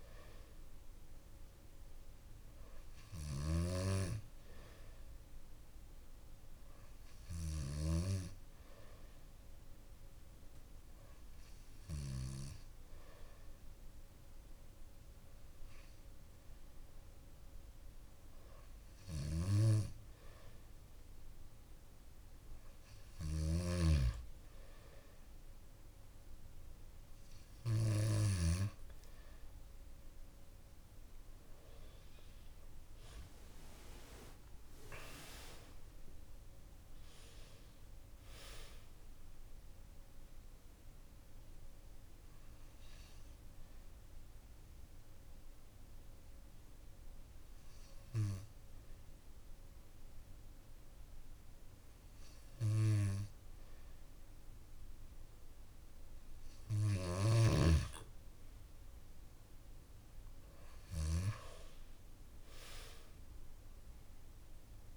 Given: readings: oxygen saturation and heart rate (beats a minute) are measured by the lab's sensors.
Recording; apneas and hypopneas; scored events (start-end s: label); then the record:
breathing in sleep by a room microphone; 1
0.00-7.00 s: snoring (device-marked)
18.50-28.00 s: snoring (device-marked)
32.00-36.50 s: arousal
41.00-55.00 s: hypopnea (oxygen 95% before, 92% lowest, heart rate 61 before, 52 extreme, up 13 after)
56.00-60.50 s: snoring (device-marked)
59.00-62.50 s: arousal
63.00-64.97 s: oxygen desaturation (device-marked, oxygen 96% before, 92% lowest, heart rate 59 before, 52 extreme)
From the record:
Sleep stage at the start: N2 (light sleep); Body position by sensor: on the back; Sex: male